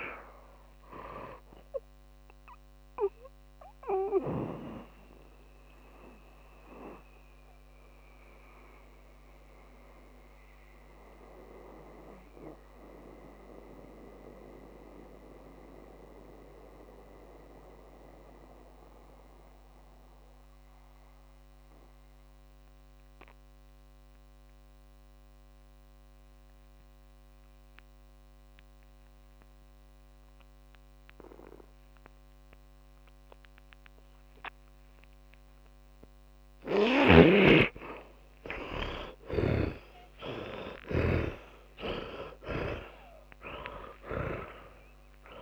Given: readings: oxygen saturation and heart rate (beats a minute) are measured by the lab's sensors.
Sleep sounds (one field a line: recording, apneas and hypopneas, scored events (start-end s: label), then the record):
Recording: breathing in sleep by a microphone on the trachea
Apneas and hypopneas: 1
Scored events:
0.00-1.00 s: oxygen desaturation (device-marked, oxygen 83% lowest, heart rate 50 extreme)
0.00-5.00 s: tachycardia (device-marked, heart rate 188 extreme)
7.00-35.00 s: mixed apnea (oxygen 99% before, 79% lowest, heart rate 104 before, 51 extreme, up 11 after)
32.00-45.42 s: oxygen desaturation (device-marked, oxygen 100% before, 79% lowest, heart rate 64 before, 46 extreme)
38.00-43.00 s: arousal
39.50-43.00 s: snoring (device-marked)
From the record:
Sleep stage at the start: N2 (light sleep)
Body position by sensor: on the back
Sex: male